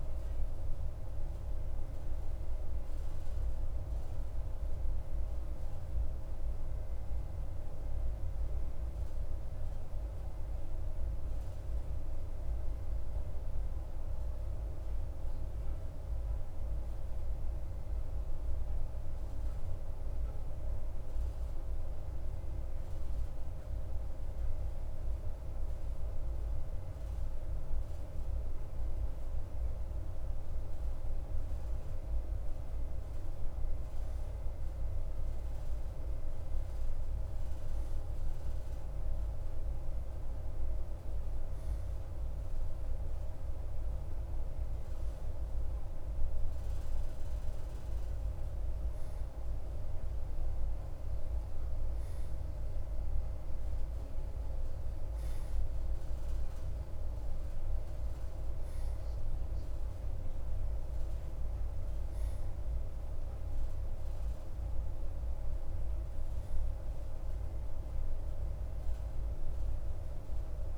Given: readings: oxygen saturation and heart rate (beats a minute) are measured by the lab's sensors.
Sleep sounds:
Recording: breathing in sleep, hard to hear, by a room microphone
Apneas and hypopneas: 1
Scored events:
3.00-24.00 s: obstructive apnea (oxygen 94% before, 92% lowest, heart rate 55 before, 51 extreme, up 2 after)
26.00-30.00 s: arousal
From the record:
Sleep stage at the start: N2 (light sleep)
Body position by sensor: on the right side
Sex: male

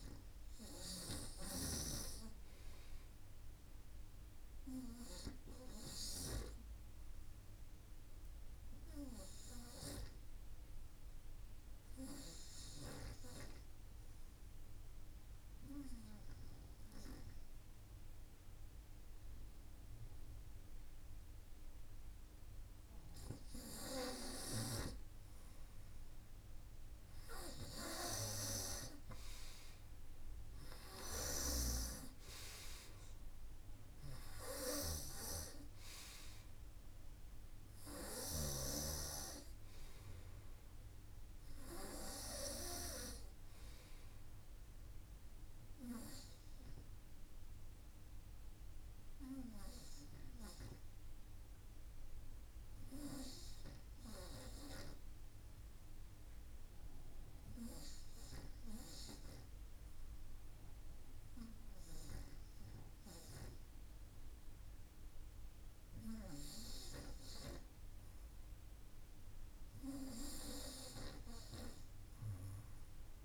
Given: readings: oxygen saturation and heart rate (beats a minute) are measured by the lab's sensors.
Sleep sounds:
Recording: breathing in sleep by a room microphone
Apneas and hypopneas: 2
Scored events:
11.00-24.00 s: obstructive apnea (oxygen 96% before, 91% lowest, heart rate 54 before, 50 extreme, up 3 after)
30.00-33.00 s: arousal
30.00-37.50 s: snoring (device-marked)
39.00-59.00 s: oxygen desaturation (device-marked, oxygen 94% before, 91% lowest, heart rate 52 before, 50 extreme)
45.00-66.00 s: obstructive apnea (oxygen 95% before, 91% lowest, heart rate 53 before, 50 extreme, up 0 after)
68.00-71.50 s: arousal
From the record:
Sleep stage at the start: N2 (light sleep)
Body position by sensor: on the front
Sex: male

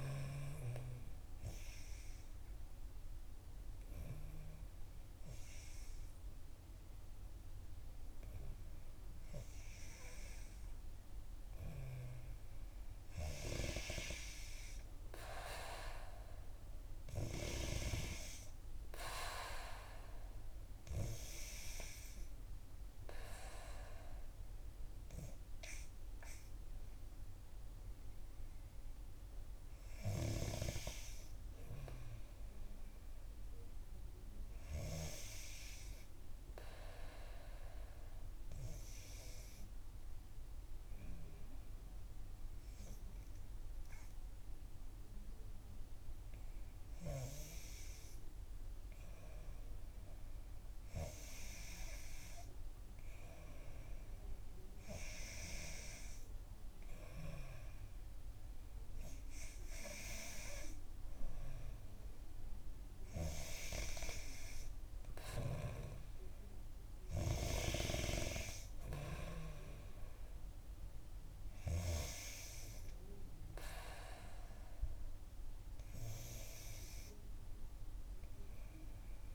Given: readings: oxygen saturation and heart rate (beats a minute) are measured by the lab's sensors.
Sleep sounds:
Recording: breathing in sleep by a room microphone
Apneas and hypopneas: 2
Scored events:
0.00-12.50 s: oxygen desaturation (device-marked, oxygen 91% lowest, heart rate 58 extreme)
1.50-12.50 s: obstructive apnea (oxygen 95% before, 89% lowest, heart rate 64 before, 58 extreme, up 2 after)
13.50-16.50 s: arousal
18.50-37.50 s: oxygen desaturation (device-marked, oxygen 92% before, 89% lowest, heart rate 65 before, 58 extreme)
35.00-47.50 s: obstructive apnea (oxygen 92% before, 89% lowest, heart rate 63 before, 61 extreme, up 1 after)
50.00-54.00 s: arousal
60.50-79.35 s: oxygen desaturation (device-marked, oxygen 93% before, 89% lowest, heart rate 63 before, 60 extreme)
From the record:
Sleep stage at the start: N3 (deep sleep)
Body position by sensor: on the back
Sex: female

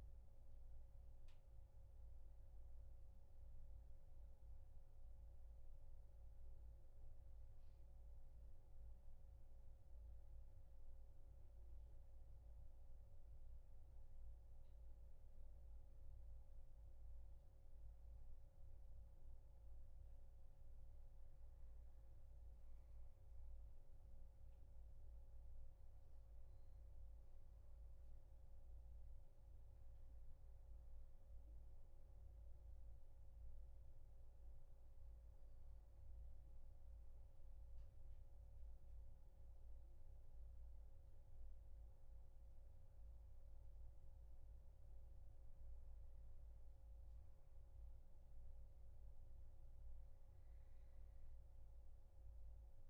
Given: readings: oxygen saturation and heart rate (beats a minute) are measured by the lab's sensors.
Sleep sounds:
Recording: breathing in sleep, hard to hear, by a room microphone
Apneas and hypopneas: none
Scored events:
33.00-52.90 s: new sleep stage, N2 (light sleep)
From the record:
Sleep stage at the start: N1 (lightest sleep)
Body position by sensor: on the back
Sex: male

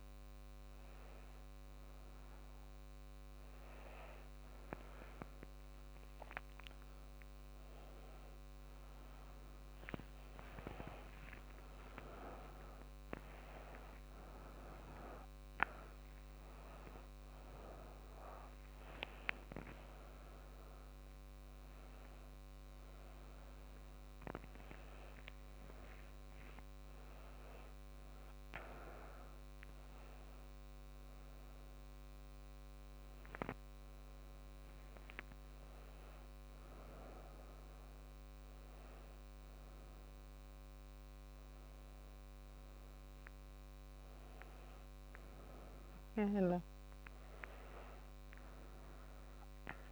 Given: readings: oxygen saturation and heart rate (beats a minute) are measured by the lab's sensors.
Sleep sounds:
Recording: a person awake in a sleep study, by a microphone on the trachea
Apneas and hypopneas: none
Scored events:
none scored
From the record:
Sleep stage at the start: awake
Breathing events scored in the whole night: 163 in 5.4 hours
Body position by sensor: on the back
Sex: female

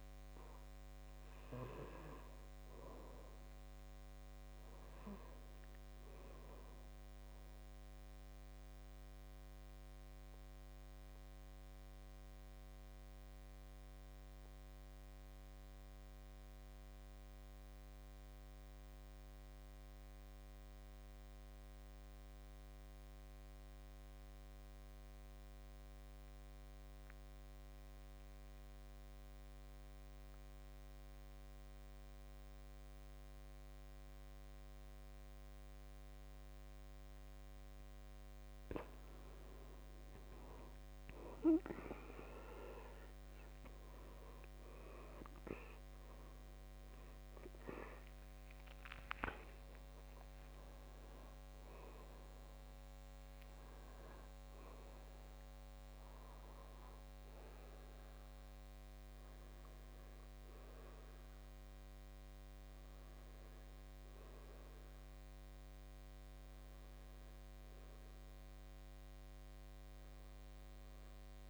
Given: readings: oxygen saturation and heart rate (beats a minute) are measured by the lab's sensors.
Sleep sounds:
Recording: breathing in sleep by a microphone on the trachea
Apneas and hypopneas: 1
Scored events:
0.00-4.00 s: oxygen desaturation (device-marked, oxygen 79% lowest, heart rate 53 extreme)
8.00-37.50 s: obstructive apnea (oxygen 99% before, 79% lowest, heart rate 60 before, 53 extreme, up 10 after)
34.00-68.00 s: oxygen desaturation (device-marked, oxygen 97% before, 79% lowest, heart rate 57 before, 52 extreme)
40.00-44.50 s: arousal
54.00-71.50 s: new sleep stage, N1 (lightest sleep)
From the record:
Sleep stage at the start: N2 (light sleep)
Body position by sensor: on the back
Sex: male

